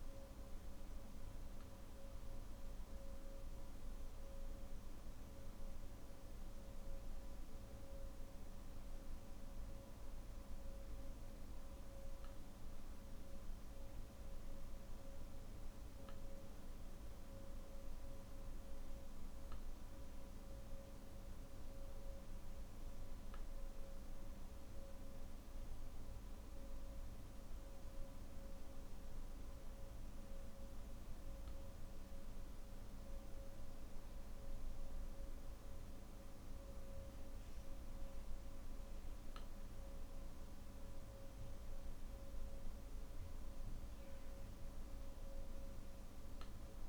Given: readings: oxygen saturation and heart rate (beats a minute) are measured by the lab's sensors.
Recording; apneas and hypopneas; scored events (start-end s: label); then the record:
breathing in sleep, hard to hear, by a room microphone; none
none scored
From the record:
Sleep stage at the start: N1 (lightest sleep); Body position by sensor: on the back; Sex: male